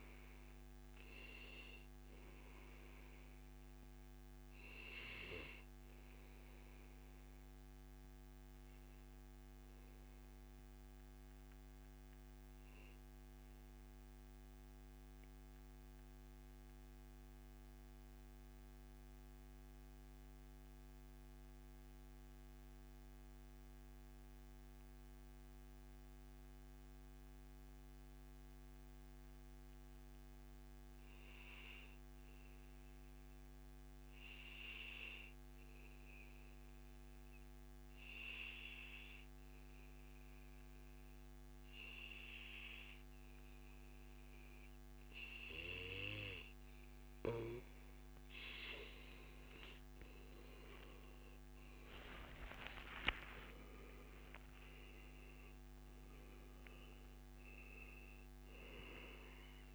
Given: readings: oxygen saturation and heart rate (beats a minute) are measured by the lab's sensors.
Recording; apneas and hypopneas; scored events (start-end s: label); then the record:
breathing in sleep by a microphone on the trachea; 1
11.00-46.00 s: mixed apnea (oxygen 96% before, 92% lowest, heart rate 143 before, 87 extreme, up 56 after)
34.50-36.50 s: long interval between heartbeats (device-marked, heart rate 144 before, 106 extreme)
36.50-38.50 s: long interval between heartbeats (device-marked, heart rate 142 before, 95 extreme)
46.50-55.50 s: oxygen desaturation (device-marked, oxygen 97% before, 94% lowest, heart rate 127 before, 102 extreme)
48.50-52.50 s: arousal
From the record:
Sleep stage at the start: N2 (light sleep); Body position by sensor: on the back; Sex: male